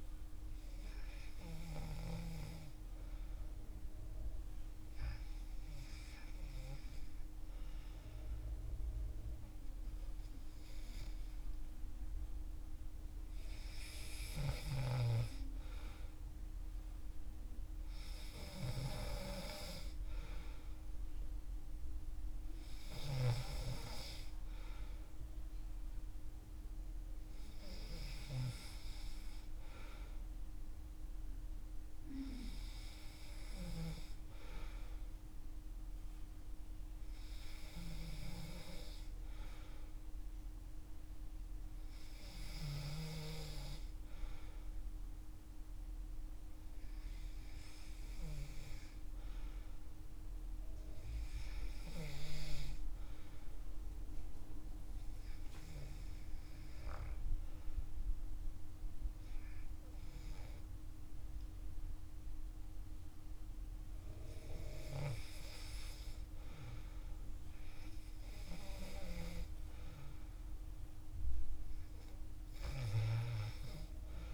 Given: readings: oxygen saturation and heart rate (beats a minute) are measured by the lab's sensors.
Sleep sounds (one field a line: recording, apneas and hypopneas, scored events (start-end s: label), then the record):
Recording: breathing in sleep by a room microphone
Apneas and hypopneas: 1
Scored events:
52.50-63.50 s: hypopnea (oxygen 97% before, 95% lowest, heart rate 68 before, 66 extreme, up 3 after)
65.50-68.50 s: arousal
From the record:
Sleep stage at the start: N2 (light sleep)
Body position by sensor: on the back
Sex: male